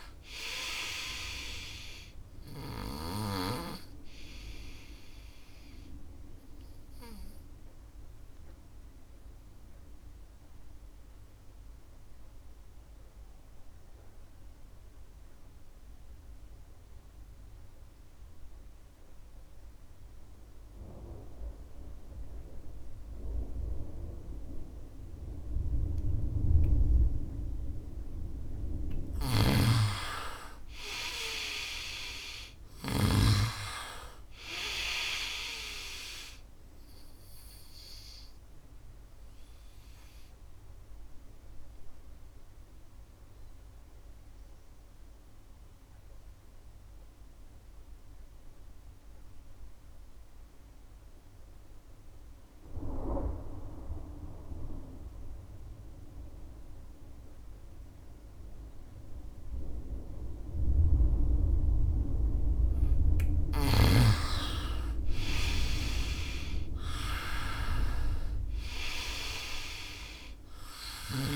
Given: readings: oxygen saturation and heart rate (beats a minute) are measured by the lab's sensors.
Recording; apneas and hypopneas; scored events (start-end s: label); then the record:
breathing in sleep by a room microphone; 2
0.00-20.00 s: oxygen desaturation (device-marked, oxygen 89% lowest, heart rate 64 extreme)
7.00-27.50 s: obstructive apnea (oxygen 97% before, 87% lowest, heart rate 72 before, 64 extreme, up 2 after)
29.00-33.00 s: snoring (device-marked)
29.50-34.00 s: arousal
30.00-53.00 s: oxygen desaturation (device-marked, oxygen 99% before, 87% lowest, heart rate 69 before, 65 extreme)
38.50-60.50 s: obstructive apnea (oxygen 99% before, 87% lowest, heart rate 70 before, 65 extreme, up 4 after)
61.00-71.36 s: oxygen desaturation (device-marked, oxygen 98% before, 87% lowest, heart rate 68 before, 66 extreme)
64.00-69.00 s: arousal
From the record:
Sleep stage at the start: N2 (light sleep); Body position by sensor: on the right side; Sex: male